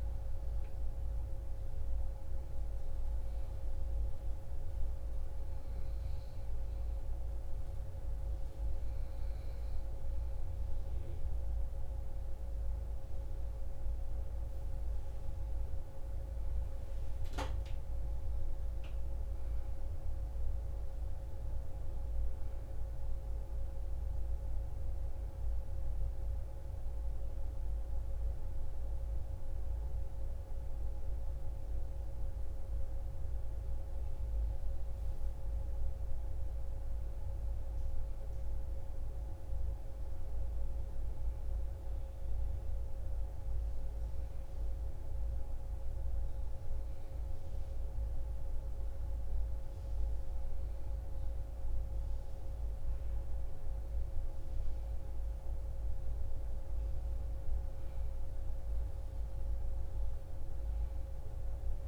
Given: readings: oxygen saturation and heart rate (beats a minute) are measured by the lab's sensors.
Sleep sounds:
breathing in sleep, hard to hear, by a room microphone; none
none scored
From the record:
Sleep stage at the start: N2 (light sleep); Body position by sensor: on the back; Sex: female

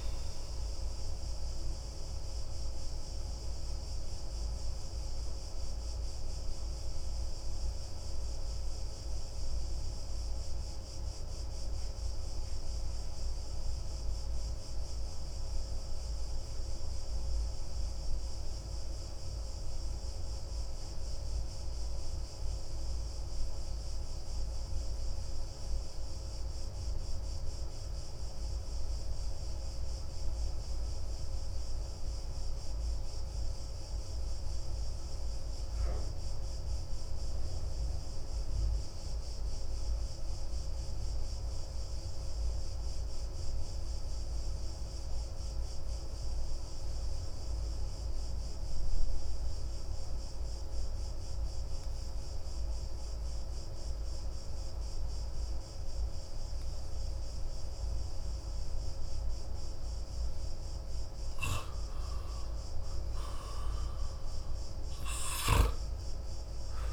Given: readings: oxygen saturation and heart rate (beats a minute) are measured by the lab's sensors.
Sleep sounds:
breathing in sleep, hard to hear, by a room microphone; 1
0.00-20.50 s: oxygen desaturation (device-marked, oxygen 89% lowest)
1.50-60.50 s: obstructive apnea (oxygen 95% before, 87% lowest)
52.50-66.92 s: oxygen desaturation (device-marked, oxygen 97% before, 91% lowest)
63.00-65.50 s: arousal
From the record:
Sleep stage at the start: N2 (light sleep); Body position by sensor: on the back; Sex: male

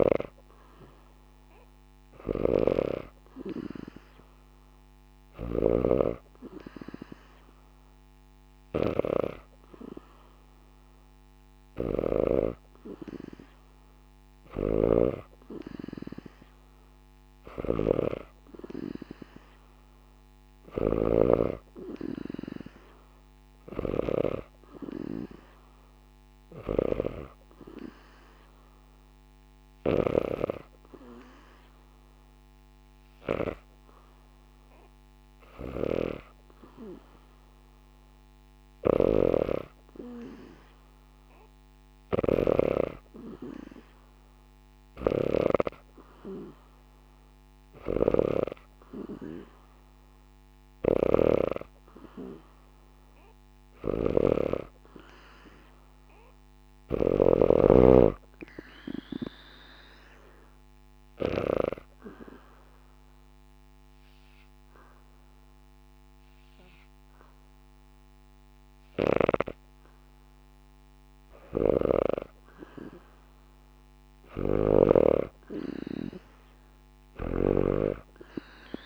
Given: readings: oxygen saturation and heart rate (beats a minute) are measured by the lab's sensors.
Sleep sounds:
breathing in sleep by a microphone on the trachea; 1
0.00-5.50 s: snoring (device-marked)
14.00-30.00 s: snoring (device-marked)
38.50-57.00 s: snoring (device-marked)
47.00-59.00 s: oxygen desaturation (device-marked, oxygen 94% before, 91% lowest, heart rate 73 before, 74 extreme)
49.50-53.00 s: arousal
58.50-71.00 s: obstructive apnea (oxygen 94% before, 87% lowest, heart rate 74 before, 74 extreme, up 0 after)
71.00-74.50 s: snoring (device-marked)
73.00-76.00 s: arousal
76.50-78.86 s: snoring (device-marked)
From the record:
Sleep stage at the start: N2 (light sleep); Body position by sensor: on the back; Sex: female

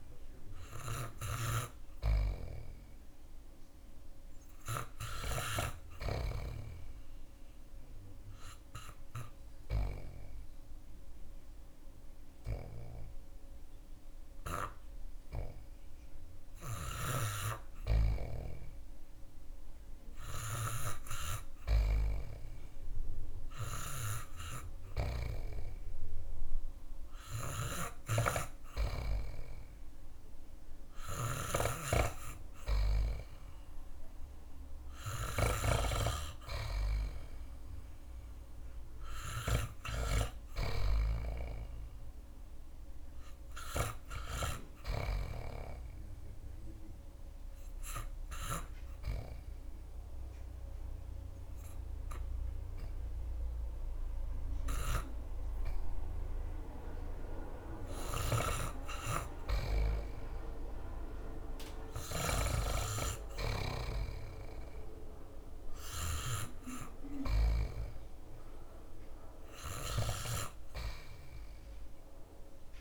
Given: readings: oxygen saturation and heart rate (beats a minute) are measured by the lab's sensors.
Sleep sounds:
breathing in sleep by a room microphone; 2
0.00-23.00 s: oxygen desaturation (device-marked, oxygen 93% lowest)
4.50-19.50 s: obstructive apnea (oxygen 98% before, 90% lowest)
14.00-72.81 s: new sleep stage, REM sleep
23.00-27.00 s: arousal
30.50-39.00 s: snoring (device-marked)
33.00-46.00 s: oxygen desaturation (device-marked, oxygen 96% before, 92% lowest)
44.50-58.50 s: obstructive apnea (oxygen 96% before, 89% lowest)
48.00-56.00 s: oxygen desaturation (device-marked, oxygen 93% before, 90% lowest)
61.50-66.00 s: arousal
From the record:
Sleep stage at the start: N2 (light sleep); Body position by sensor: on the back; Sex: male

